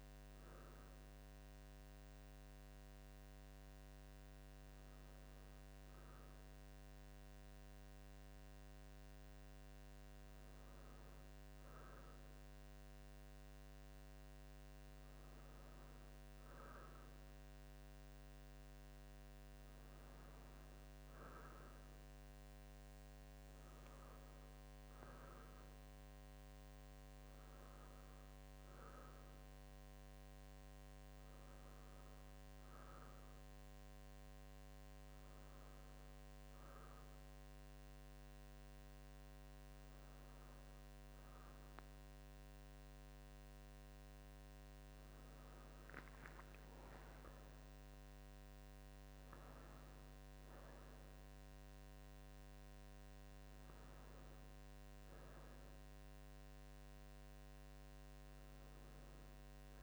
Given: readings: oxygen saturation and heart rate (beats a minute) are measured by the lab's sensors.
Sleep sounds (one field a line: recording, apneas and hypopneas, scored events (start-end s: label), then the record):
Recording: breathing in sleep, hard to hear, by a microphone on the trachea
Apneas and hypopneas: none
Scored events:
none scored
From the record:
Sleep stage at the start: N2 (light sleep)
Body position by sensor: on the left side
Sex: male